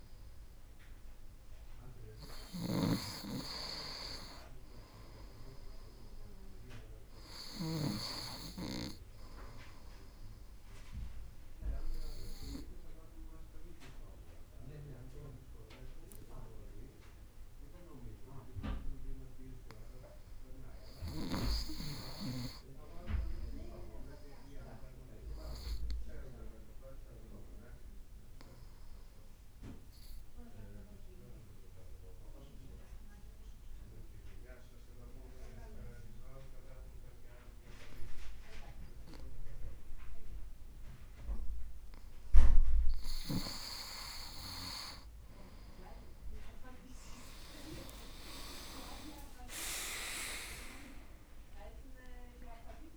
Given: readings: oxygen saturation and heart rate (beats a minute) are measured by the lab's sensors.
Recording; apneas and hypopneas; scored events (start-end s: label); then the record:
breathing in sleep by a room microphone; 1
0.00-2.00 s: arousal
2.00-7.50 s: snoring (device-marked)
20.50-39.50 s: oxygen desaturation (device-marked, oxygen 97% before, 94% lowest, heart rate 54 before, 54 extreme)
28.00-43.00 s: obstructive apnea (oxygen 98% before, 94% lowest, heart rate 55 before, 54 extreme, up 6 after)
45.00-50.00 s: arousal
45.00-50.50 s: leg movement (device-marked)
From the record:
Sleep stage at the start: N2 (light sleep); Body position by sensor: on the right side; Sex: male